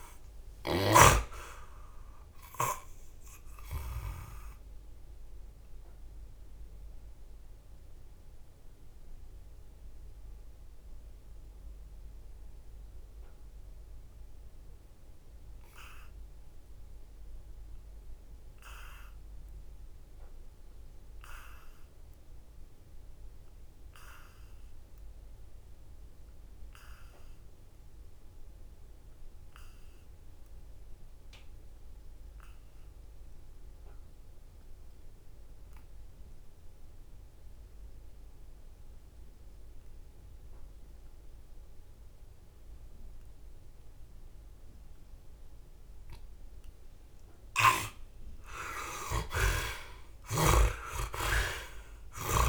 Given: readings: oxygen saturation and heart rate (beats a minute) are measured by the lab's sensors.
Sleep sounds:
breathing in sleep by a room microphone; 1
0.00-19.50 s: oxygen desaturation (device-marked, oxygen 53% lowest, heart rate 62 extreme)
3.50-46.00 s: mixed apnea (oxygen 78% before, 53% lowest, heart rate 81 before, 62 extreme, up 18 after)
37.50-52.48 s: oxygen desaturation (device-marked, oxygen 83% before, 56% lowest, heart rate 66 before, 62 extreme)
48.00-52.48 s: arousal
From the record:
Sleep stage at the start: N2 (light sleep); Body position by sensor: on the back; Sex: male

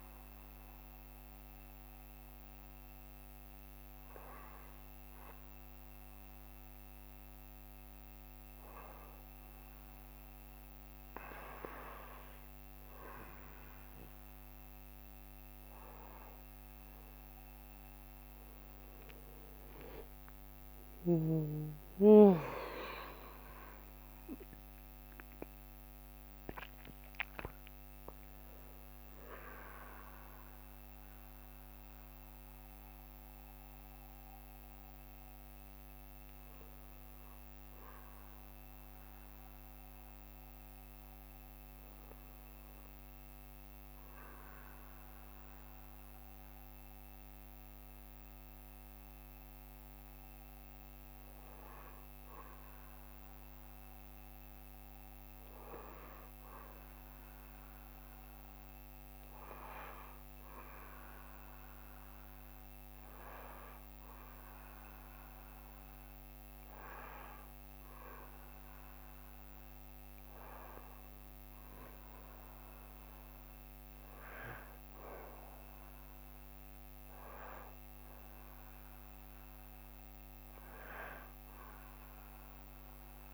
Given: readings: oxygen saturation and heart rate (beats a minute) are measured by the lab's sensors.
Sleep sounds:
a person partly awake in a sleep study, by a microphone on the trachea; 1
34.50-83.34 s: new sleep stage, N1 (lightest sleep)
45.50-56.00 s: obstructive apnea (oxygen 95% before, 91% lowest, heart rate 69 before, 66 extreme, up 2 after)
65.00-69.00 s: arousal
From the record:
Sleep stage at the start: awake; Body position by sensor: on the back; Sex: male

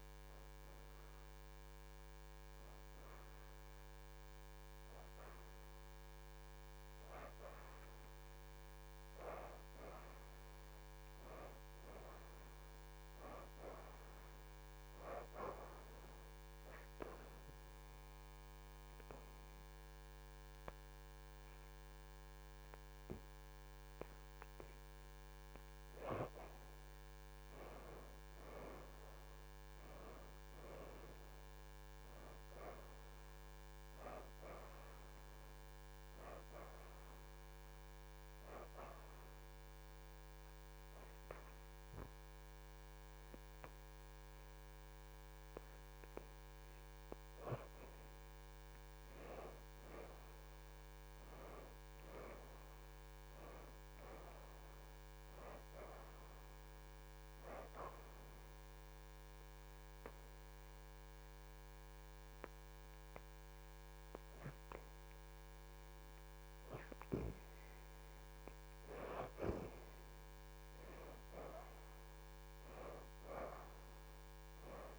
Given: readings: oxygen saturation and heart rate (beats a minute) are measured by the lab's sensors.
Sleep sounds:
breathing in sleep by a microphone on the trachea; 3
10.00-14.00 s: arousal
16.50-26.50 s: obstructive apnea (oxygen 89% before, 65% lowest, heart rate 79 before, 77 extreme, up 4 after)
18.00-29.00 s: oxygen desaturation (device-marked, oxygen 88% before, 74% lowest, heart rate 79 before, 77 extreme)
18.00-74.99 s: new sleep stage, N2 (light sleep)
31.00-35.50 s: arousal
34.00-48.00 s: oxygen desaturation (device-marked, oxygen 82% before, 65% lowest, heart rate 82 before, 76 extreme)
39.00-49.00 s: obstructive apnea (oxygen 88% before, 65% lowest, heart rate 82 before, 76 extreme, up 5 after)
50.50-54.50 s: arousal
56.00-73.00 s: oxygen desaturation (device-marked, oxygen 84% before, 67% lowest, heart rate 79 before, 76 extreme)
58.00-69.00 s: obstructive apnea (oxygen 84% before, 64% lowest, heart rate 79 before, 76 extreme, up 6 after)
70.50-74.99 s: arousal
From the record:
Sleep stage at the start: N1 (lightest sleep); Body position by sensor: on the back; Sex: female

